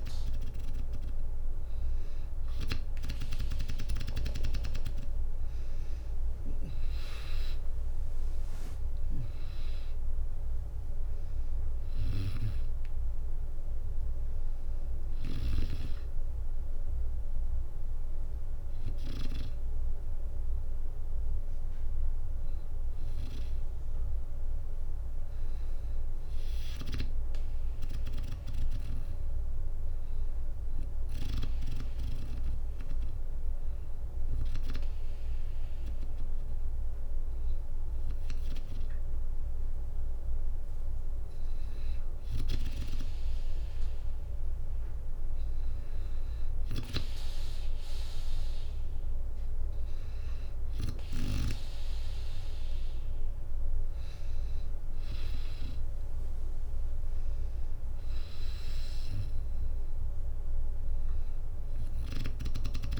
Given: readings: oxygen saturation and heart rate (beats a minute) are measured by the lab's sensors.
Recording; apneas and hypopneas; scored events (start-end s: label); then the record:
breathing in sleep by a room microphone; 1
1.50-20.50 s: oxygen desaturation (device-marked, oxygen 98% before, 93% lowest, heart rate 63 before, 61 extreme)
6.00-10.50 s: arousal
7.50-9.50 s: long interval between heartbeats (device-marked, heart rate 63 before, 72 extreme)
7.50-22.50 s: drop in pulse transit time (device-marked, heart rate 63 before, 62 extreme)
28.50-39.50 s: hypopnea (oxygen 97% before, 93% lowest, heart rate 71 before, 62 extreme, up 2 after)
41.00-43.50 s: arousal
49.50-63.00 s: oxygen desaturation (device-marked, oxygen 96% before, 93% lowest, heart rate 63 before, 59 extreme)
54.50-63.00 s: drop in pulse transit time (device-marked, heart rate 63 before, 60 extreme)
57.00-60.00 s: arousal
From the record:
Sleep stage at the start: N2 (light sleep); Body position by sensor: on the back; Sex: female